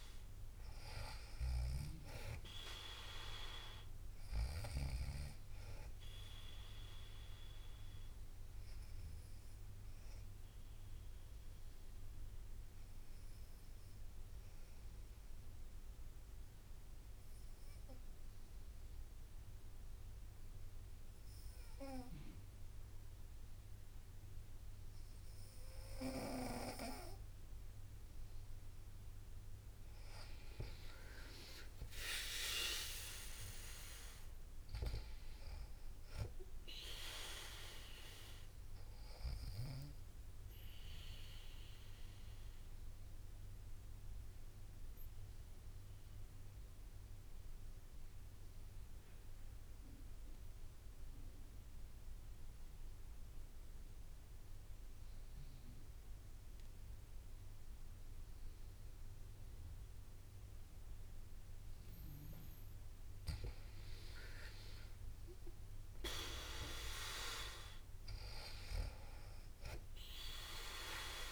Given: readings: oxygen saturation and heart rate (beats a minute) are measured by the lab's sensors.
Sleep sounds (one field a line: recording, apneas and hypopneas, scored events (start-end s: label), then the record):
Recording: breathing in sleep by a room microphone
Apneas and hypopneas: 2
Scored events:
0.00-8.00 s: drop in pulse transit time (device-marked, heart rate 58 extreme)
0.00-24.00 s: oxygen desaturation (device-marked, oxygen 93% lowest, heart rate 57 extreme)
1.00-4.50 s: snoring (device-marked)
6.00-10.00 s: bradycardia (device-marked, heart rate 62 before, 59 extreme)
10.00-27.00 s: obstructive apnea (oxygen 98% before, 92% lowest, heart rate 61 before, 57 extreme, up 3 after)
17.00-29.00 s: bradycardia (device-marked, heart rate 62 before, 57 extreme)
30.50-34.50 s: arousal
31.00-43.00 s: drop in pulse transit time (device-marked, heart rate 59 before, 59 extreme)
31.00-55.00 s: oxygen desaturation (device-marked, oxygen 98% before, 93% lowest, heart rate 59 before, 56 extreme)
40.50-60.50 s: obstructive apnea (oxygen 98% before, 92% lowest, heart rate 60 before, 56 extreme, up 5 after)
42.00-62.00 s: bradycardia (device-marked, heart rate 62 before, 56 extreme)
63.00-66.50 s: arousal
65.00-71.32 s: drop in pulse transit time (device-marked, heart rate 58 before, 60 extreme)
From the record:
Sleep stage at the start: N2 (light sleep)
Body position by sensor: on the right side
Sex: female